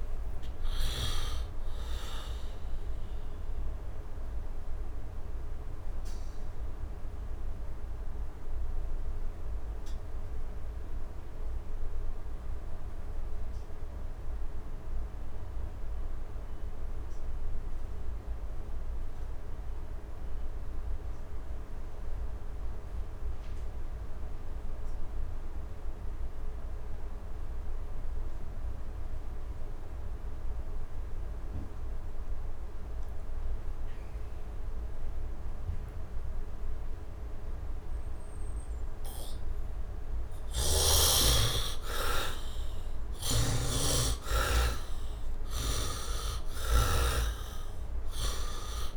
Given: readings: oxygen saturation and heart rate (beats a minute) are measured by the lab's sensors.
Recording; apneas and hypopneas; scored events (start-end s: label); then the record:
breathing in sleep by a room microphone; 1
0.00-7.50 s: oxygen desaturation (device-marked, oxygen 67% lowest, heart rate 68 extreme)
5.50-39.50 s: obstructive apnea (oxygen 92% before, 63% lowest, heart rate 87 before, 68 extreme, up 30 after)
24.50-48.97 s: oxygen desaturation (device-marked, oxygen 99% before, 63% lowest, heart rate 71 before, 70 extreme)
40.00-48.97 s: snoring (device-marked)
41.00-46.00 s: arousal
From the record:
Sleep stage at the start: N2 (light sleep); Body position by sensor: on the back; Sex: male